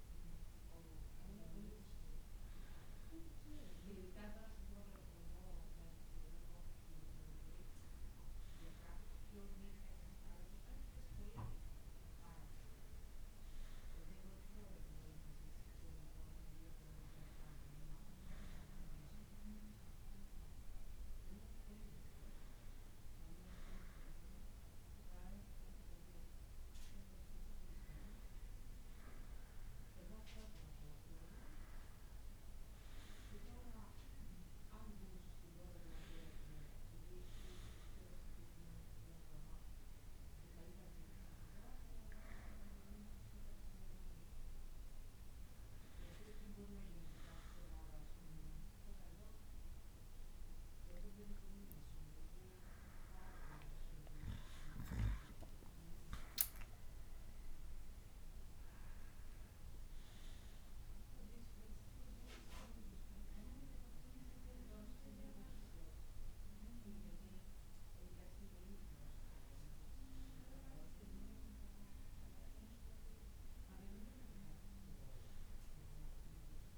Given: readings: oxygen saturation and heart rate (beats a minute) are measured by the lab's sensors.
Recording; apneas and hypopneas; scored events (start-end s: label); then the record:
breathing in sleep by a room microphone; none
none scored
From the record:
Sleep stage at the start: N1 (lightest sleep); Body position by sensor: on the back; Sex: male